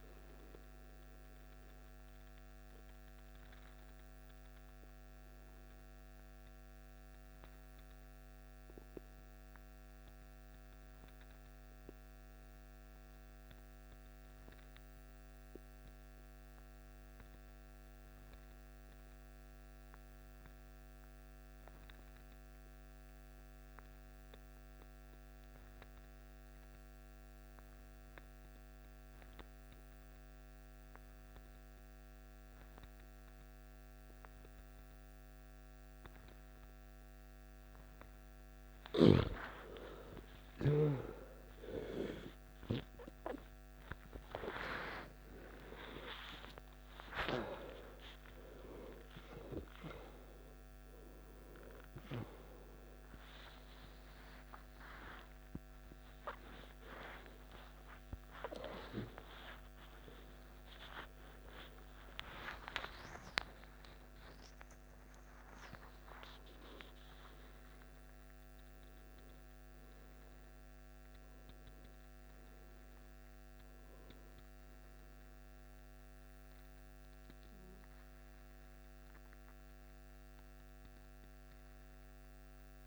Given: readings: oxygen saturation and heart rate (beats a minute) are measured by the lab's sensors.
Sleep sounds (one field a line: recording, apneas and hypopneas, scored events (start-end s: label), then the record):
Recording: a person partly awake in a sleep study, by a microphone on the trachea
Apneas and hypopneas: 1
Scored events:
0.00-11.50 s: oxygen desaturation (device-marked, oxygen 92% lowest, heart rate 53 extreme)
2.00-39.00 s: obstructive apnea (oxygen 98% before, 89% lowest, heart rate 64 before, 53 extreme, up 20 after)
29.50-31.50 s: oxygen desaturation (device-marked, oxygen 97% before, 95% lowest, heart rate 55 before, 55 extreme)
52.50-82.50 s: new sleep stage, awake
56.00-58.00 s: long interval between heartbeats (device-marked, heart rate 67 before, 89 extreme)
58.00-60.00 s: long interval between heartbeats (device-marked, heart rate 70 before, 97 extreme)
62.00-64.00 s: long interval between heartbeats (device-marked, heart rate 78 before, 88 extreme)
66.50-68.50 s: long interval between heartbeats (device-marked, heart rate 84 before, 89 extreme)
82.50-82.87 s: new sleep stage, N1 (lightest sleep)
From the record:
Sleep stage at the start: N2 (light sleep)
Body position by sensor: on the back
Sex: male